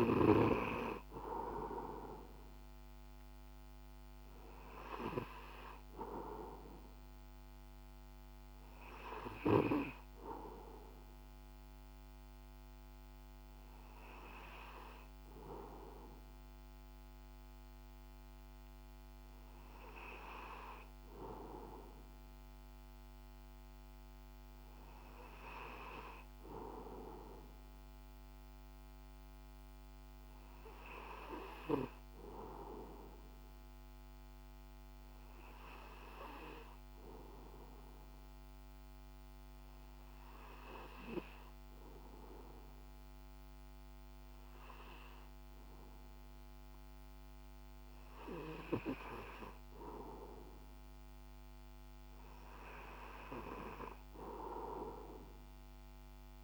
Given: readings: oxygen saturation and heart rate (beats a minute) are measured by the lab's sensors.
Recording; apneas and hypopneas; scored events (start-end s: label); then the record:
breathing in sleep by a microphone on the trachea; 1
33.50-49.00 s: hypopnea (oxygen 98% before, 96% lowest, heart rate 55 before, 55 extreme, up 5 after)
51.00-56.44 s: arousal
From the record:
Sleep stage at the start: N2 (light sleep); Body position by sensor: on the back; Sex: male